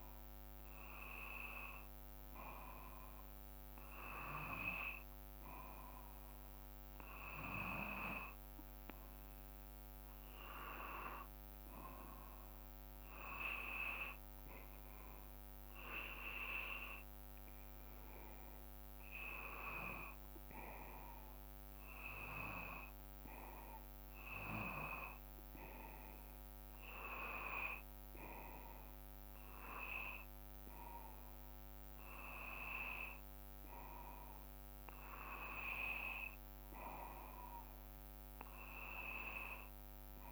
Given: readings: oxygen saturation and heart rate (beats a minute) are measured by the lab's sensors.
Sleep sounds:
breathing in sleep by a microphone on the trachea; none
22.00-33.00 s: drop in pulse transit time (device-marked, heart rate 58 before, 58 extreme)
From the record:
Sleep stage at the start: N2 (light sleep); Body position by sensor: on the back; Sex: male

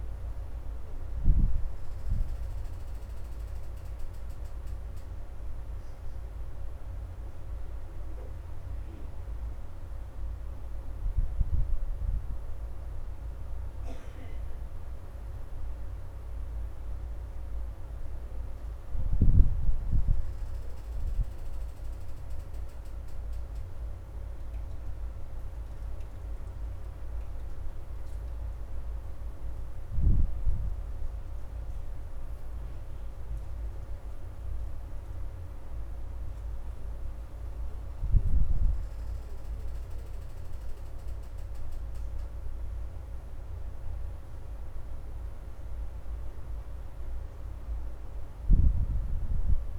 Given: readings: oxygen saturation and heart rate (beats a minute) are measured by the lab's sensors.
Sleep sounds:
breathing in sleep, hard to hear, by a room microphone; none
24.50-32.50 s: oxygen desaturation (device-marked, oxygen 88% before, 84% lowest, heart rate 83 before, 83 extreme)
From the record:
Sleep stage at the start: N1 (lightest sleep); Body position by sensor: on the back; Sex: female

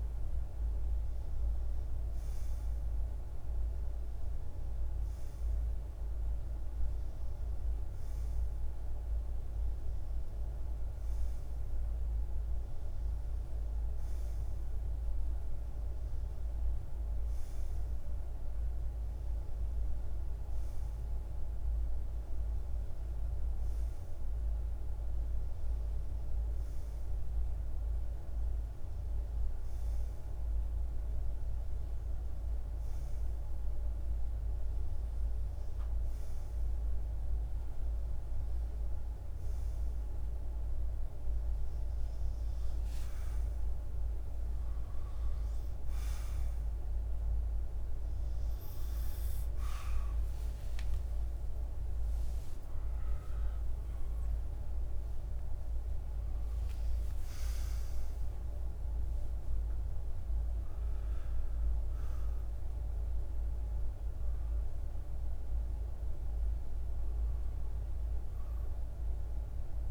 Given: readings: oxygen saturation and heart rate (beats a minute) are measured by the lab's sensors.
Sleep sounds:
breathing in sleep, hard to hear, by a room microphone; none
49.00-54.50 s: arousal
From the record:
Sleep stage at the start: REM sleep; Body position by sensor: on the back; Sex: male

